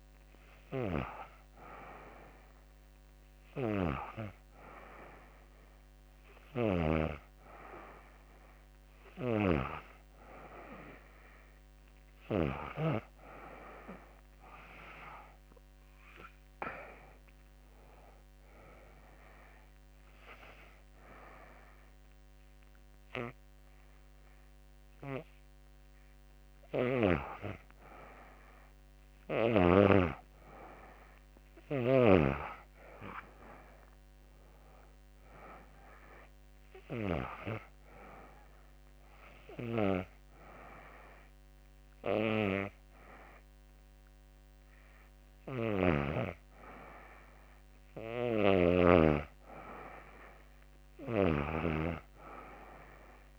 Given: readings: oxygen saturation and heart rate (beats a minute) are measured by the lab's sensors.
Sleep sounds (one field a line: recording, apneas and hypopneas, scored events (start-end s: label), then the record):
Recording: breathing in sleep by a microphone on the trachea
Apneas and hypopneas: none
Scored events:
none scored
From the record:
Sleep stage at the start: N2 (light sleep)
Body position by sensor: on the back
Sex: female